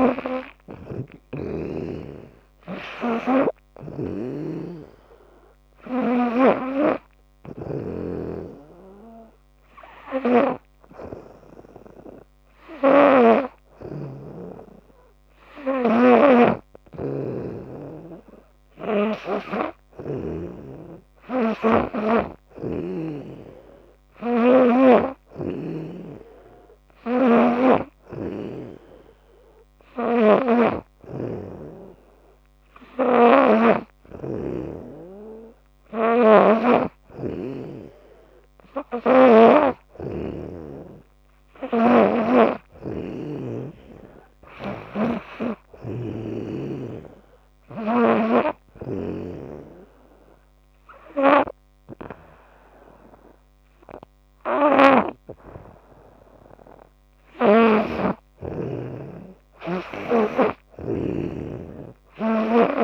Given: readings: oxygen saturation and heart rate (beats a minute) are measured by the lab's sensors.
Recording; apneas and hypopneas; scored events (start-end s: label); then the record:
breathing in sleep by a microphone on the trachea; 1
0.00-4.00 s: snoring (device-marked)
12.50-19.00 s: snoring (device-marked)
21.00-25.00 s: snoring (device-marked)
29.50-33.50 s: snoring (device-marked)
29.50-62.84 s: new sleep stage, N2 (light sleep)
35.50-48.00 s: snoring (device-marked)
48.00-58.00 s: hypopnea (oxygen 97% before, 94% lowest, heart rate 88 before, 78 extreme, up 7 after)
57.00-61.00 s: snoring (device-marked)
59.50-62.84 s: arousal
From the record:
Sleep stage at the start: N3 (deep sleep); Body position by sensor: on the back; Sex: female